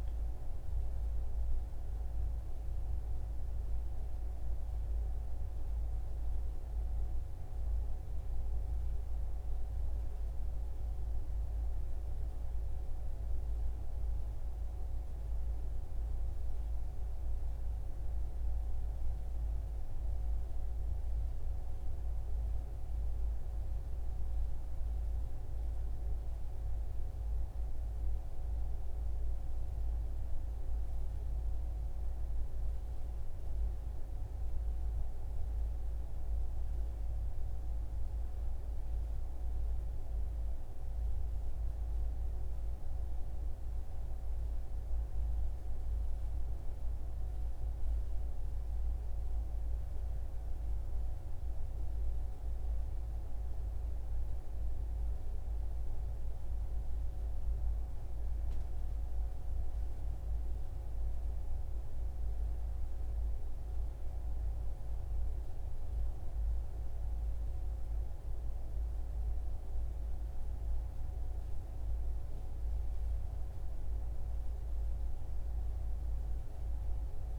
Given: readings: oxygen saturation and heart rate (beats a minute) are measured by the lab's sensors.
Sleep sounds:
breathing in sleep, hard to hear, by a room microphone; none
31.50-77.39 s: new sleep stage, N2 (light sleep)
From the record:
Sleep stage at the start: N1 (lightest sleep); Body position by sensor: on the right side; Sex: male

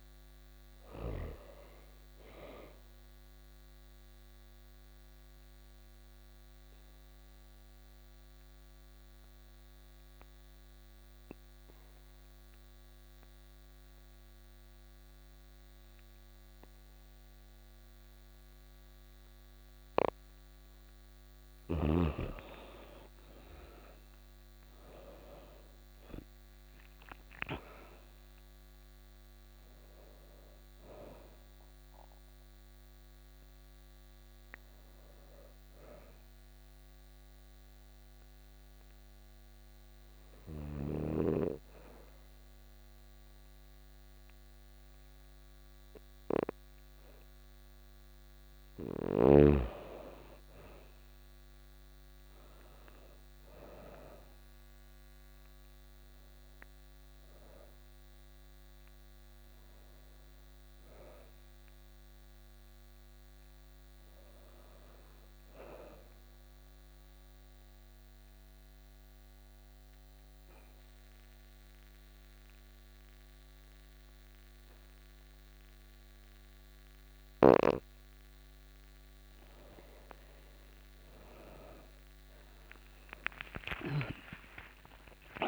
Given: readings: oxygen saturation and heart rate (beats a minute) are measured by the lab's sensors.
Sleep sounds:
breathing in sleep by a microphone on the trachea; 3
0.00-15.00 s: oxygen desaturation (device-marked, oxygen 85% lowest, heart rate 86 extreme)
3.50-20.00 s: obstructive apnea (oxygen 99% before, 85% lowest, heart rate 87 before, 86 extreme, up 7 after)
21.00-26.00 s: arousal
28.00-40.00 s: oxygen desaturation (device-marked, oxygen 99% before, 88% lowest, heart rate 88 before, 88 extreme)
36.00-47.50 s: obstructive apnea (oxygen 99% before, 88% lowest, heart rate 90 before, 87 extreme, up 5 after)
38.00-85.48 s: new sleep stage, REM sleep
49.00-54.50 s: arousal
53.00-66.00 s: oxygen desaturation (device-marked, oxygen 98% before, 91% lowest, heart rate 89 before, 87 extreme)
65.50-77.00 s: obstructive apnea (oxygen 98% before, 88% lowest, heart rate 90 before, 87 extreme, up 24 after)
78.00-85.48 s: oxygen desaturation (device-marked, oxygen 97% before, 88% lowest, heart rate 89 before, 87 extreme)
79.00-84.50 s: arousal
From the record:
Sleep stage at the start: N2 (light sleep); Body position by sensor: on the back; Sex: female

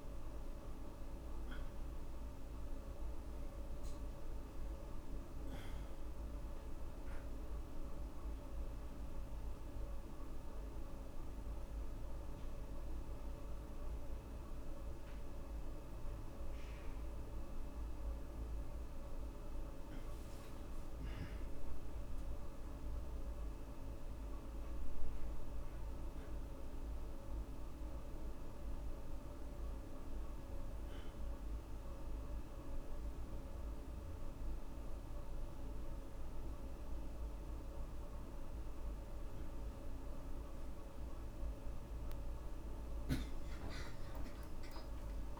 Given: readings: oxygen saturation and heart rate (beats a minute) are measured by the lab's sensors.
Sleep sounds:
a person awake in a sleep study, hard to hear, by a room microphone; none
16.00-22.00 s: oxygen desaturation (device-marked, oxygen 94% before, 91% lowest, heart rate 72 before, 59 extreme)
45.00-45.40 s: new sleep stage, N1 (lightest sleep)
From the record:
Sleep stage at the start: awake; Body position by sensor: upright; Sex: male

